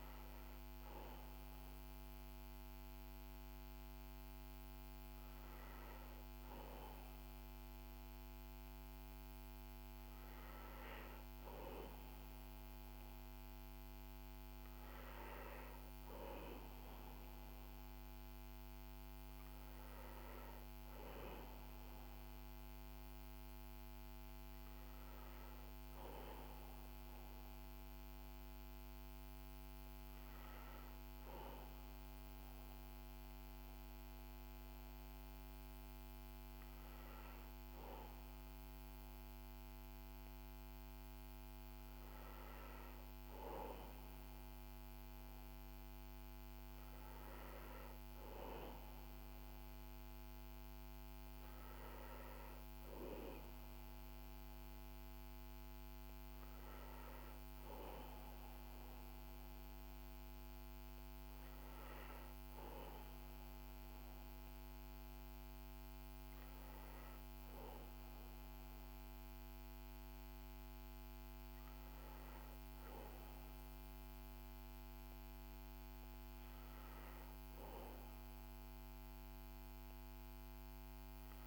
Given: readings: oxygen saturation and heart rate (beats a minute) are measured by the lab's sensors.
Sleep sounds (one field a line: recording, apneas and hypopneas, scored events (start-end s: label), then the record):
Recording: breathing in sleep by a microphone on the trachea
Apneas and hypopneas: none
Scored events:
none scored
From the record:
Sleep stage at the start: N1 (lightest sleep)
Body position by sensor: on the back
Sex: male